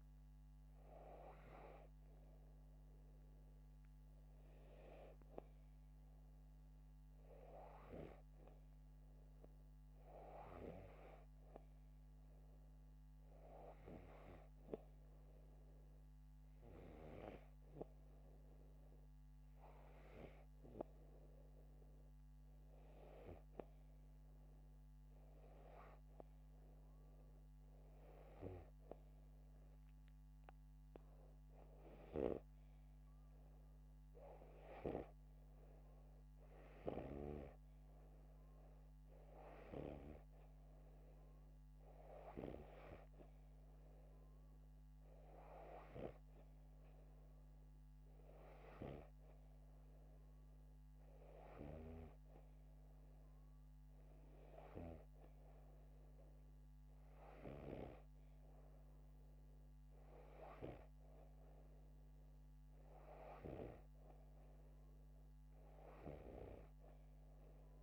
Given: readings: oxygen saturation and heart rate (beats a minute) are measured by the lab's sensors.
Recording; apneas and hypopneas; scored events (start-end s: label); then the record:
breathing in sleep by a microphone on the trachea; none
none scored
From the record:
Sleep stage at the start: N2 (light sleep); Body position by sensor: upright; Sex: male